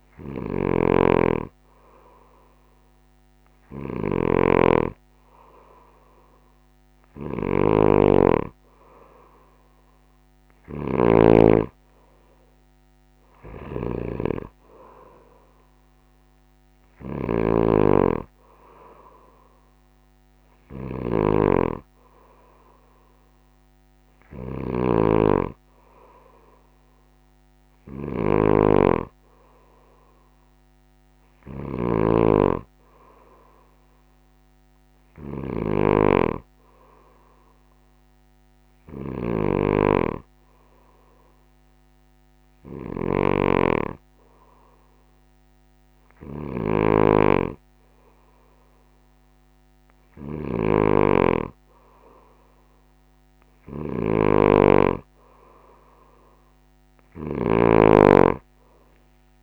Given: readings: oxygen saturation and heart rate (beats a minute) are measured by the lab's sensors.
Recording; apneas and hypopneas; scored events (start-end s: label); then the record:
breathing in sleep by a microphone on the trachea; none
0.00-59.43 s: snoring (device-marked)
From the record:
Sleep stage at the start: N2 (light sleep); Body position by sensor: on the right side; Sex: male